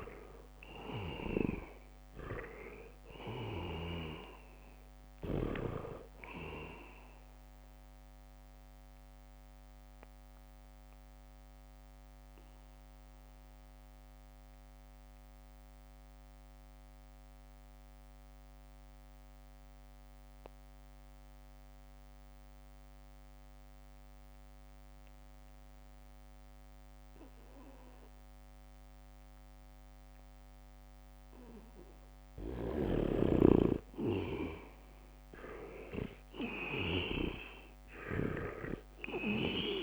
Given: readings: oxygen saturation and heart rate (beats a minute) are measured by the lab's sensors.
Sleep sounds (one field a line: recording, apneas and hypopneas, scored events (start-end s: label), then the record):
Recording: breathing in sleep by a microphone on the trachea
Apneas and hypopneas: 1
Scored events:
0.00-2.00 s: snoring (device-marked)
0.00-20.00 s: oxygen desaturation (device-marked, oxygen 79% lowest, heart rate 74 extreme)
10.00-31.50 s: obstructive apnea (oxygen 98% before, 79% lowest, heart rate 76 before, 76 extreme, up 2 after)
31.00-39.83 s: oxygen desaturation (device-marked, oxygen 99% before, 80% lowest, heart rate 79 before, 70 extreme)
33.00-39.00 s: snoring (device-marked)
33.00-39.50 s: leg movement (device-marked)
34.50-38.00 s: arousal
From the record:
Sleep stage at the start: N2 (light sleep)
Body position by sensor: on the back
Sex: male